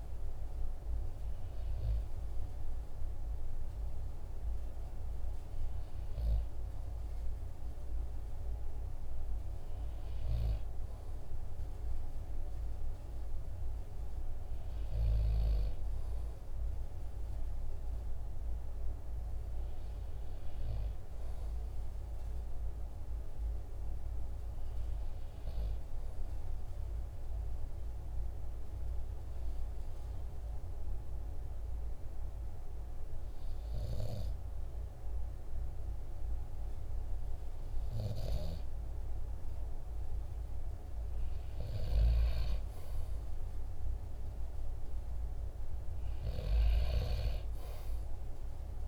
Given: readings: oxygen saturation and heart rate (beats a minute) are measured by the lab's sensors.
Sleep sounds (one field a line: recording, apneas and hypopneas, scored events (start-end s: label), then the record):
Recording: breathing in sleep by a room microphone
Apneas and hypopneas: 1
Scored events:
24.50-39.00 s: hypopnea (oxygen 96% before, 94% lowest, heart rate 46 before, 44 extreme, up 0 after)
41.50-46.00 s: arousal
From the record:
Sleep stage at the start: N2 (light sleep)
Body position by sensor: on the back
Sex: male